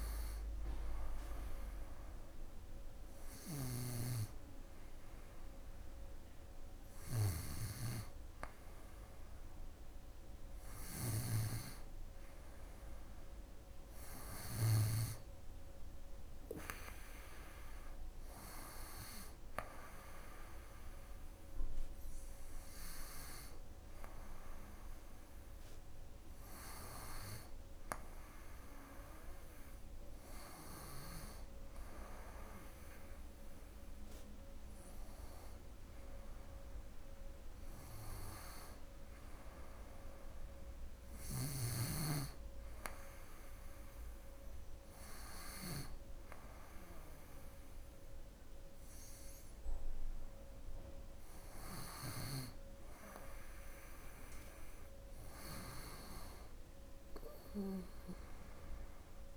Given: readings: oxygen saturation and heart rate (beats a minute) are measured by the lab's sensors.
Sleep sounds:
breathing in sleep by a room microphone; none
51.00-55.00 s: arousal
55.00-59.00 s: tachycardia (device-marked, heart rate 83 before, 103 extreme)
55.50-57.50 s: long interval between heartbeats (device-marked, heart rate 82 before, 89 extreme)
From the record:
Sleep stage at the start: N2 (light sleep); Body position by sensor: on the right side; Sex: female

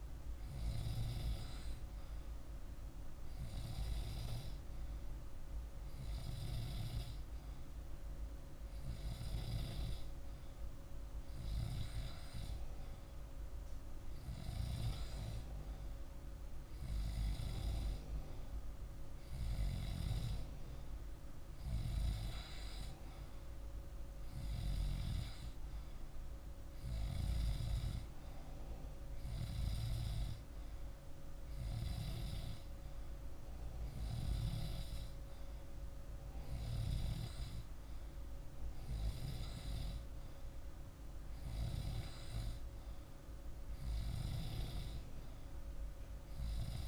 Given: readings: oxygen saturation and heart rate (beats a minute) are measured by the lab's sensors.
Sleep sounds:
breathing in sleep by a room microphone; none
none scored
From the record:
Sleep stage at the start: N2 (light sleep); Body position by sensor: on the back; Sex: male

